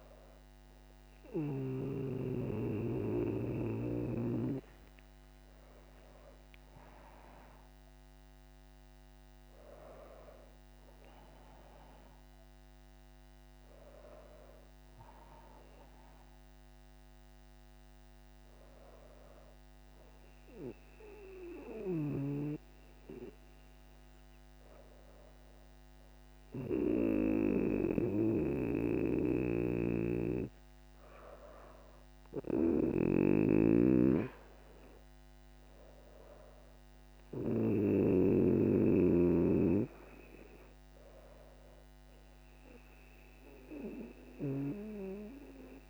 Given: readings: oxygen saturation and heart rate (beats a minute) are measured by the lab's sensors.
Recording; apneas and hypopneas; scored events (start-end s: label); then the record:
breathing in sleep by a microphone on the trachea; none
0.50-5.50 s: arousal
28.50-45.90 s: new sleep stage, N2 (light sleep)
32.50-39.00 s: snoring (device-marked)
From the record:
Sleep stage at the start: N1 (lightest sleep); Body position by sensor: on the back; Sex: female